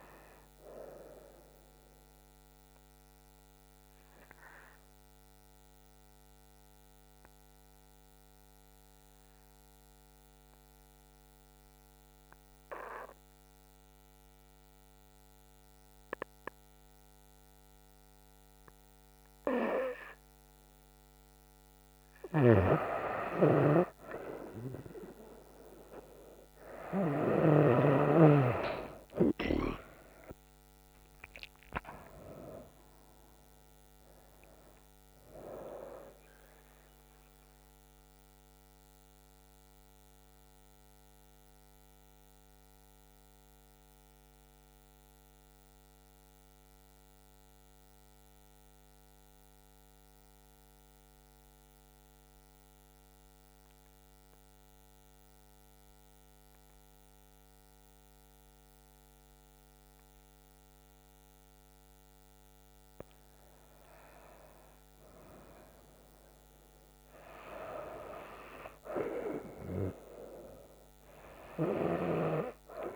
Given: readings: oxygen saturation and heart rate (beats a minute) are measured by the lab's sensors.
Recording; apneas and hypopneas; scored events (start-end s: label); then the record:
breathing in sleep by a microphone on the trachea; 2
10.00-21.00 s: obstructive apnea (oxygen 97% before, 91% lowest, heart rate 71 before, 61 extreme, up 4 after)
20.00-51.00 s: oxygen desaturation (device-marked, oxygen 97% before, 91% lowest, heart rate 68 before, 60 extreme)
23.50-28.00 s: arousal
36.50-63.00 s: mixed apnea (oxygen 97% before, 91% lowest, heart rate 72 before, 60 extreme, up 6 after)
62.00-72.95 s: oxygen desaturation (device-marked, oxygen 99% before, 93% lowest, heart rate 65 before, 66 extreme)
65.50-69.00 s: arousal
From the record:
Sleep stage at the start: N2 (light sleep); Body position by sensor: on the back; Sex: female